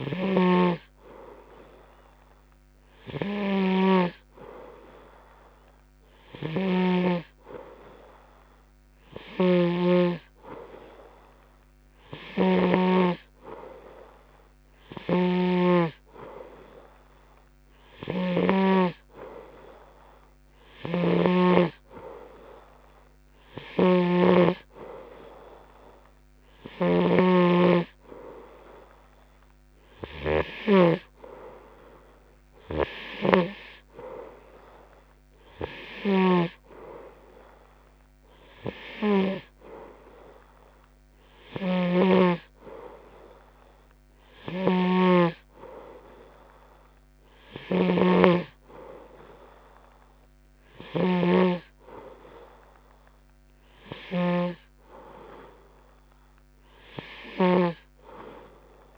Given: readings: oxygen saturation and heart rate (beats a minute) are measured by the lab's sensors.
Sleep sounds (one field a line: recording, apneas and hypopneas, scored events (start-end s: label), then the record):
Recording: breathing in sleep by a microphone on the trachea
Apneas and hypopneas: none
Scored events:
0.00-7.50 s: snoring (device-marked)
9.50-19.00 s: snoring (device-marked)
21.00-58.00 s: snoring (device-marked)
From the record:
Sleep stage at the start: N2 (light sleep)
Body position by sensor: on the right side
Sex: male